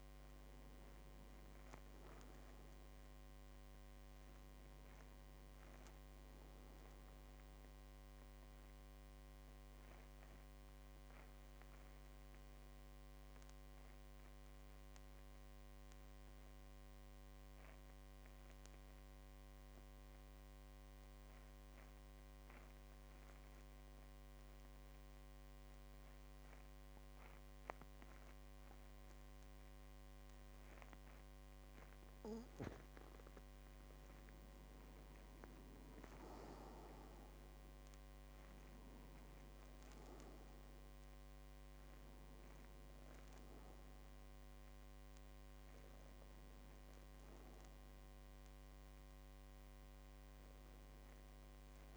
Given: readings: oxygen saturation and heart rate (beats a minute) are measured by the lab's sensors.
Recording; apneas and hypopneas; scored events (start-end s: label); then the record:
breathing in sleep, hard to hear, by a microphone on the trachea; 1
0.00-20.00 s: oxygen desaturation (device-marked, oxygen 98% before, 93% lowest, heart rate 49 before, 46 extreme)
8.00-32.50 s: obstructive apnea (oxygen 98% before, 92% lowest, heart rate 53 before, 46 extreme, up 8 after)
34.00-37.50 s: arousal
35.00-51.97 s: oxygen desaturation (device-marked, oxygen 99% before, 92% lowest, heart rate 50 before, 47 extreme)
From the record:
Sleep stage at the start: N2 (light sleep); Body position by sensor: on the back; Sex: male